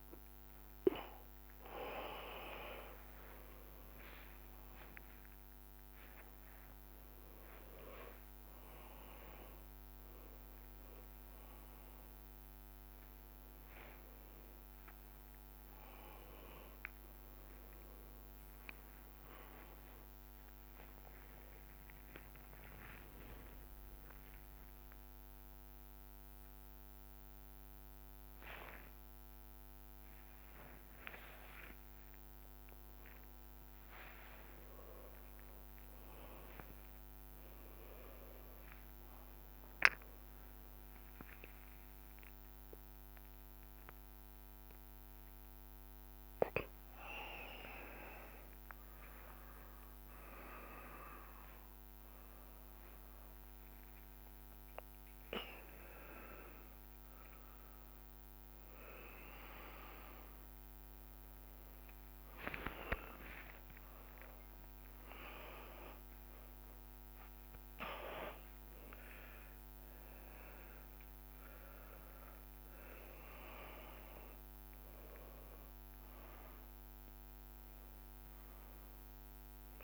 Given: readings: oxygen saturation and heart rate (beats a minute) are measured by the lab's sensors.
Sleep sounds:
a person awake in a sleep study, by a microphone on the trachea; none
0.00-2.50 s: drop in pulse transit time (device-marked, heart rate 63 extreme)
2.50-4.50 s: long interval between heartbeats (device-marked, heart rate 60 before, 81 extreme)
17.50-24.50 s: drop in pulse transit time (device-marked, heart rate 75 before, 65 extreme)
19.50-22.50 s: tachycardia (device-marked, heart rate 59 before, 92 extreme)
20.50-22.50 s: long interval between heartbeats (device-marked, heart rate 75 before, 84 extreme)
26.50-28.50 s: long interval between heartbeats (device-marked, heart rate 80 before, 89 extreme)
26.50-30.50 s: bradycardia (device-marked, heart rate 59 before, 46 extreme)
31.50 s: drop in pulse transit time (device-marked)
32.50-51.50 s: tachycardia (device-marked, heart rate 59 before, 152 extreme)
34.00-36.00 s: long interval between heartbeats (device-marked, heart rate 76 before, 62 extreme)
36.00-38.00 s: long interval between heartbeats (device-marked, heart rate 75 before, 124 extreme)
38.50-39.50 s: drop in pulse transit time (device-marked, heart rate 84 before, 127 extreme)
42.50-44.50 s: long interval between heartbeats (device-marked, heart rate 93 before, 116 extreme)
43.50-55.50 s: drop in pulse transit time (device-marked, heart rate 94 before, 96 extreme)
44.50-46.50 s: long interval between heartbeats (device-marked, heart rate 95 before, 143 extreme)
47.00-49.00 s: long interval between heartbeats (device-marked, heart rate 100 before, 138 extreme)
49.50-51.50 s: long interval between heartbeats (device-marked, heart rate 107 before, 123 extreme)
61.50-71.50 s: tachycardia (device-marked, heart rate 63 before, 158 extreme)
64.00-66.00 s: long interval between heartbeats (device-marked, heart rate 112 before, 93 extreme)
67.50-78.50 s: drop in pulse transit time (device-marked, heart rate 106 before, 80 extreme)
69.00-71.00 s: long interval between heartbeats (device-marked, heart rate 106 before, 149 extreme)
From the record:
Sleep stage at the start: awake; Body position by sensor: upright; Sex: male

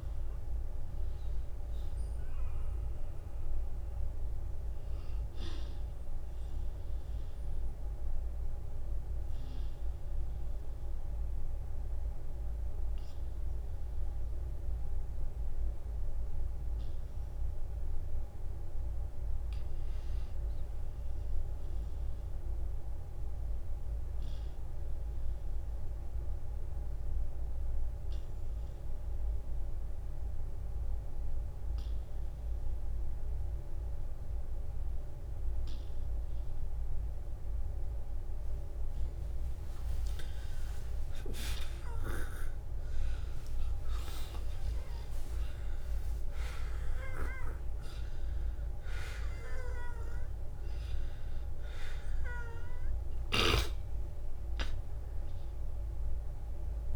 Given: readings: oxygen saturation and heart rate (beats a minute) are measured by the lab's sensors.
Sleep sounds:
breathing in sleep by a room microphone; 2
6.50-16.50 s: obstructive apnea (oxygen 96% before, 90% lowest, heart rate 69 before, 43 extreme, up 6 after)
12.50-23.50 s: oxygen desaturation (device-marked, oxygen 96% before, 90% lowest, heart rate 64 before, 43 extreme)
18.50-21.50 s: arousal
20.50-22.50 s: long interval between heartbeats (device-marked, heart rate 58 before, 57 extreme)
24.50-39.50 s: obstructive apnea (oxygen 96% before, 88% lowest, heart rate 57 before, 43 extreme, up 20 after)
25.00-27.00 s: long interval between heartbeats (device-marked, heart rate 57 before, 58 extreme)
41.50-45.50 s: arousal
46.50-51.50 s: oxygen desaturation (device-marked, oxygen 96% before, 93% lowest, heart rate 51 before, 50 extreme)
53.50-56.96 s: oxygen desaturation (device-marked, oxygen 96% before, 92% lowest, heart rate 57 before, 50 extreme)
From the record:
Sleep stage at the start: N2 (light sleep); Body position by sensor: on the back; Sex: male

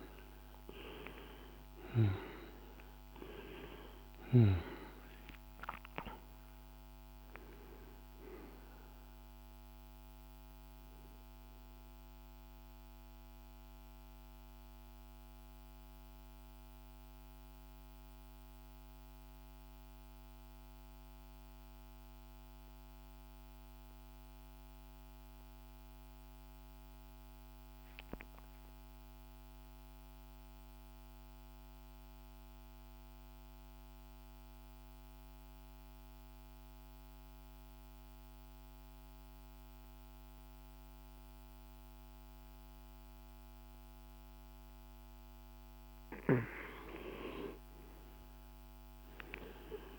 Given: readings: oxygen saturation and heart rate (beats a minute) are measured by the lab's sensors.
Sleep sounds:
breathing in sleep by a microphone on the trachea; 1
0.00-3.50 s: snoring (device-marked)
0.00-20.00 s: oxygen desaturation (device-marked, oxygen 88% lowest, heart rate 47 extreme)
8.00-45.00 s: central apnea (oxygen 98% before, 86% lowest, heart rate 69 before, 47 extreme, up 7 after)
36.00-49.98 s: oxygen desaturation (device-marked, oxygen 99% before, 86% lowest, heart rate 50 before, 48 extreme)
48.00-49.98 s: arousal
From the record:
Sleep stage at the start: N2 (light sleep); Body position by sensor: on the back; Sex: male

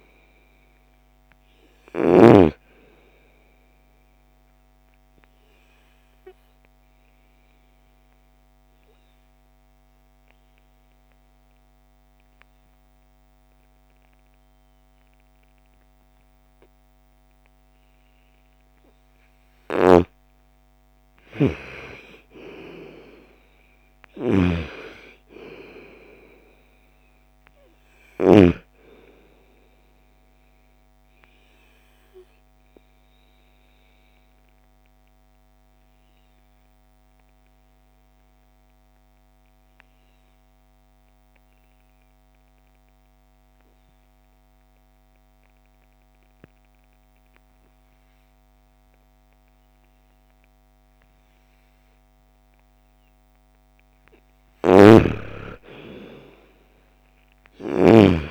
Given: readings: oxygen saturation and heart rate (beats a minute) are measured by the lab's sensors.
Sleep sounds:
breathing in sleep by a microphone on the trachea; 2
0.00-1.50 s: snoring (device-marked)
4.00-18.50 s: obstructive apnea (oxygen 98% before, 86% lowest, heart rate 62 before, 54 extreme, up 8 after)
19.00-28.00 s: snoring (device-marked)
20.50-24.50 s: arousal
20.50-39.50 s: oxygen desaturation (device-marked, oxygen 97% before, 88% lowest, heart rate 60 before, 54 extreme)
30.50-52.50 s: obstructive apnea (oxygen 98% before, 86% lowest, heart rate 61 before, 54 extreme, up 10 after)
52.50-58.31 s: oxygen desaturation (device-marked, oxygen 98% before, 86% lowest, heart rate 57 before, 55 extreme)
54.00-57.50 s: snoring (device-marked)
55.50-58.31 s: arousal
From the record:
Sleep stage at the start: N2 (light sleep); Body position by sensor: on the right side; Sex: female

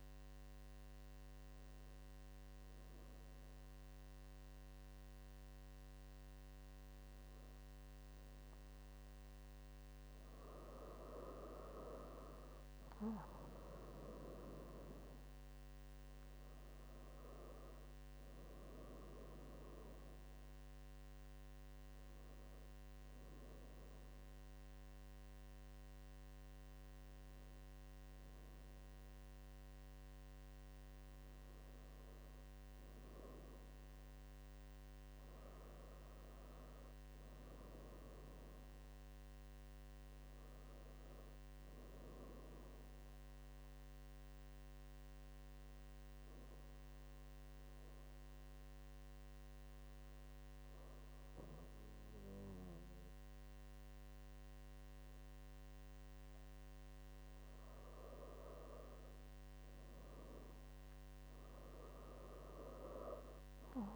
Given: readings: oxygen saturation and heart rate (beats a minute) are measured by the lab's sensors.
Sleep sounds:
breathing in sleep by a microphone on the trachea; 2
10.50-14.50 s: arousal
20.50-31.50 s: hypopnea (oxygen 98% before, 94% lowest, heart rate 74 before, 67 extreme, up 5 after)
35.50-40.50 s: arousal
46.00-58.00 s: obstructive apnea (oxygen 98% before, 94% lowest, heart rate 73 before, 67 extreme, up 9 after)
54.50-63.96 s: new sleep stage, N2 (light sleep)
59.00-63.00 s: arousal
From the record:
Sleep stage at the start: N1 (lightest sleep); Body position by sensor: on the back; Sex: female

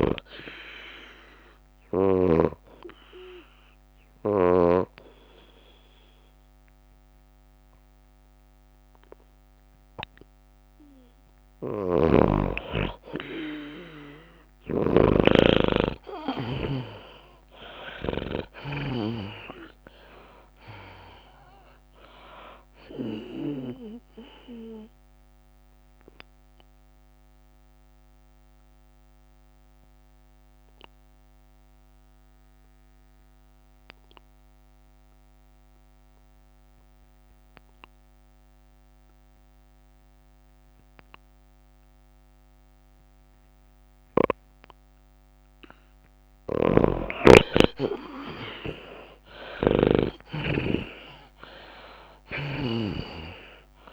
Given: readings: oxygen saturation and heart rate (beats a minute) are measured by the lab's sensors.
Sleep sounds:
breathing in sleep by a microphone on the trachea; 2
0.00-5.50 s: tachycardia (device-marked, heart rate 109 extreme)
0.00-13.50 s: oxygen desaturation (device-marked, oxygen 85% lowest, heart rate 95 extreme)
3.00-13.00 s: hypopnea (oxygen 98% before, 79% lowest, heart rate 104 before, 97 extreme, up 3 after)
6.50-9.50 s: tachycardia (device-marked, heart rate 101 before, 103 extreme)
12.50-16.00 s: snoring (device-marked)
15.50-29.50 s: tachycardia (device-marked, heart rate 101 before, 105 extreme)
17.50-22.00 s: arousal
19.50-36.50 s: oxygen desaturation (device-marked, oxygen 93% before, 84% lowest, heart rate 101 before, 93 extreme)
27.00-47.50 s: mixed apnea (oxygen 97% before, 78% lowest, heart rate 102 before, 93 extreme, up 9 after)
44.50-53.93 s: oxygen desaturation (device-marked, oxygen 96% before, 79% lowest, heart rate 99 before, 94 extreme)
49.50-53.50 s: arousal
50.50-53.93 s: tachycardia (device-marked, heart rate 100 before, 106 extreme)
52.50-53.93 s: drop in pulse transit time (device-marked, heart rate 96 before, 100 extreme)
From the record:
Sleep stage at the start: N2 (light sleep); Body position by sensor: on the back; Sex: female

